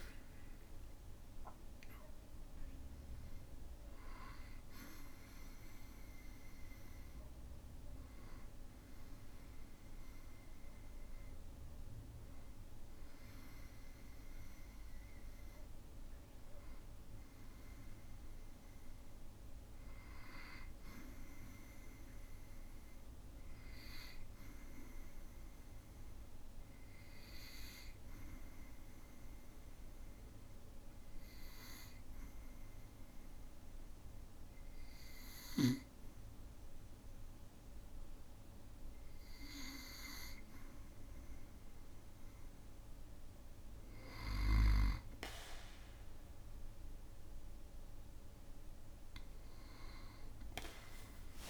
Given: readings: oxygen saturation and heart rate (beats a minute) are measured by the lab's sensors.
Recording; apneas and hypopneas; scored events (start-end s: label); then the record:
breathing in sleep by a room microphone; 1
16.00-19.00 s: arousal
23.00-40.00 s: obstructive apnea (oxygen 98% before, 93% lowest, heart rate 60 before, 54 extreme, up 2 after)
46.00-51.50 s: oxygen desaturation (device-marked, oxygen 98% before, 93% lowest, heart rate 58 before, 52 extreme)
47.00-51.50 s: arousal
From the record:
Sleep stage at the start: N2 (light sleep); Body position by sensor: on the back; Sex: male